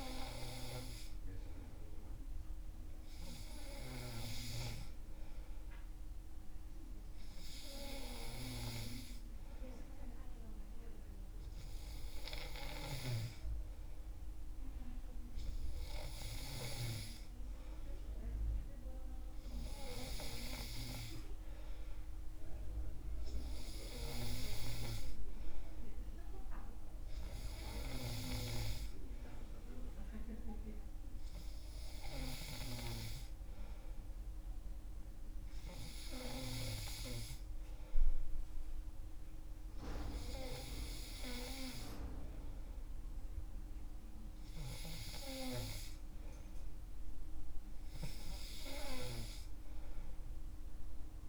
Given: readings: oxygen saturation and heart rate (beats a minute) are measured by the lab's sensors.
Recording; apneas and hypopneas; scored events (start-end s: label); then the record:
breathing in sleep by a room microphone; none
none scored
From the record:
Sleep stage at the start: N3 (deep sleep); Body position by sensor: on the back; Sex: male